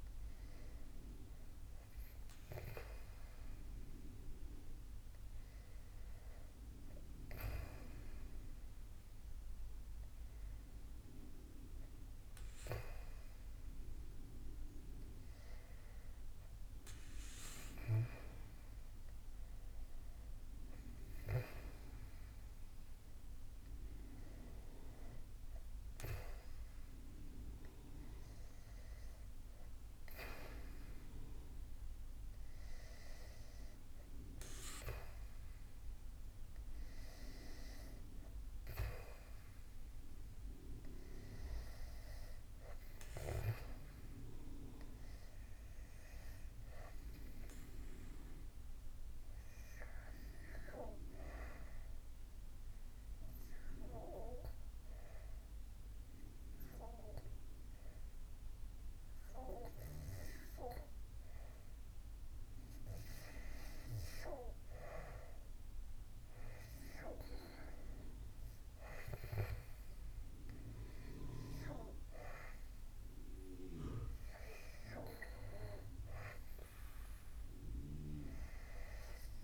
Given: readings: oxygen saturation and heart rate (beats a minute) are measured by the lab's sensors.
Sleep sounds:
breathing in sleep by a room microphone; 1
51.50-62.50 s: obstructive apnea (oxygen 97% before, 91% lowest, heart rate 77 before, 75 extreme, up 5 after)
54.50-79.44 s: new sleep stage, REM sleep
65.00-69.00 s: arousal
65.50-79.44 s: oxygen desaturation (device-marked, oxygen 96% before, 91% lowest, heart rate 76 before, 75 extreme)
From the record:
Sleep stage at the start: N2 (light sleep); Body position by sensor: on the back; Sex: male

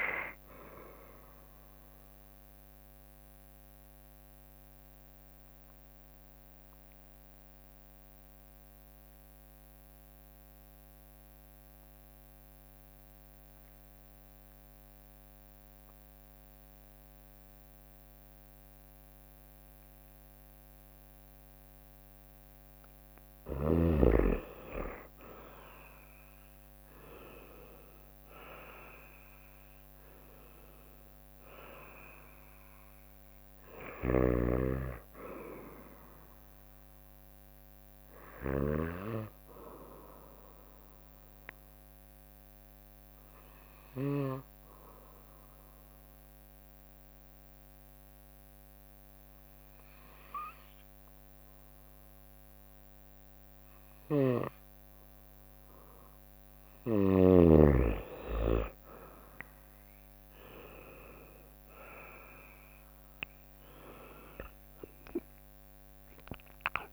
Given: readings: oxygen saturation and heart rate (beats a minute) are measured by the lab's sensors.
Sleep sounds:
breathing in sleep by a microphone on the trachea; 2
0.00-10.00 s: bradycardia (device-marked, heart rate 65 before, 55 extreme)
0.00-15.00 s: oxygen desaturation (device-marked, oxygen 93% lowest, heart rate 55 extreme)
2.00-20.50 s: mixed apnea (oxygen 99% before, 93% lowest, heart rate 75 before, 56 extreme, up 2 after)
15.00-24.00 s: bradycardia (device-marked, heart rate 65 before, 58 extreme)
25.50-30.00 s: arousal
26.00-38.00 s: drop in pulse transit time (device-marked, heart rate 58 before, 58 extreme)
29.00-49.00 s: oxygen desaturation (device-marked, oxygen 98% before, 93% lowest, heart rate 59 before, 58 extreme)
33.50-44.00 s: snoring (device-marked)
37.00-45.00 s: bradycardia (device-marked, heart rate 63 before, 58 extreme)
40.00-55.50 s: obstructive apnea (oxygen 99% before, 93% lowest, heart rate 61 before, 58 extreme, up 4 after)
53.50-57.00 s: snoring (device-marked)
60.00-66.93 s: drop in pulse transit time (device-marked, heart rate 60 before, 61 extreme)
63.00-66.93 s: arousal
From the record:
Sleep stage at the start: N2 (light sleep); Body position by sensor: on the right side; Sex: female

